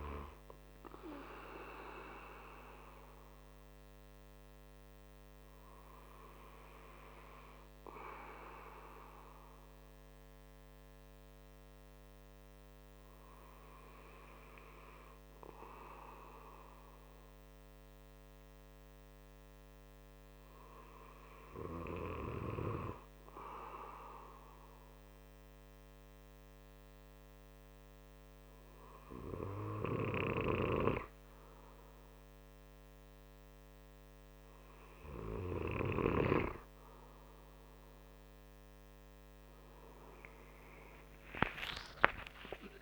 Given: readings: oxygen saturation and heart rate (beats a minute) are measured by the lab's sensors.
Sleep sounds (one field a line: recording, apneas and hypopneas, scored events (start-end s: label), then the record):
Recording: breathing in sleep by a microphone on the trachea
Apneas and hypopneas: 1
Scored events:
0.00-9.00 s: oxygen desaturation (device-marked, oxygen 94% lowest, heart rate 129 extreme)
8.50-29.50 s: hypopnea (oxygen 97% before, 93% lowest, heart rate 171 before, 100 extreme, up 45 after)
40.50-42.82 s: arousal
From the record:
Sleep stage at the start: N2 (light sleep)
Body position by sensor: on the right side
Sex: male